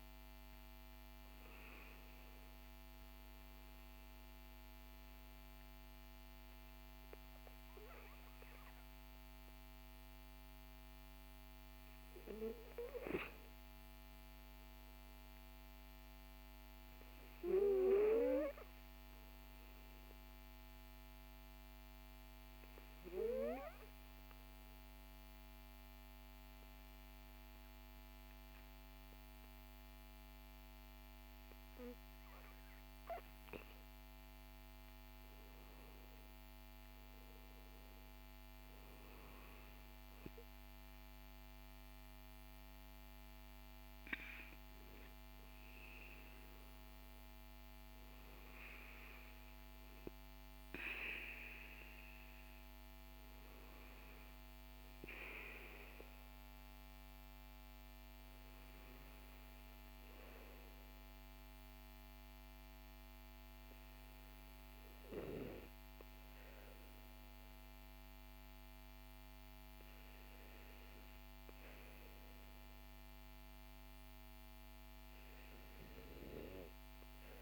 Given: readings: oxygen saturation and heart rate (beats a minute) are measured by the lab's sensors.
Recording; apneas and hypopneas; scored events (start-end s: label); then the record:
breathing in sleep by a microphone on the trachea; 1
23.50-34.00 s: hypopnea (oxygen 97% before, 94% lowest, heart rate 53 before, 46 extreme, up 13 after)
36.50-41.00 s: arousal
From the record:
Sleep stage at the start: REM sleep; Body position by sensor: on the back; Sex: male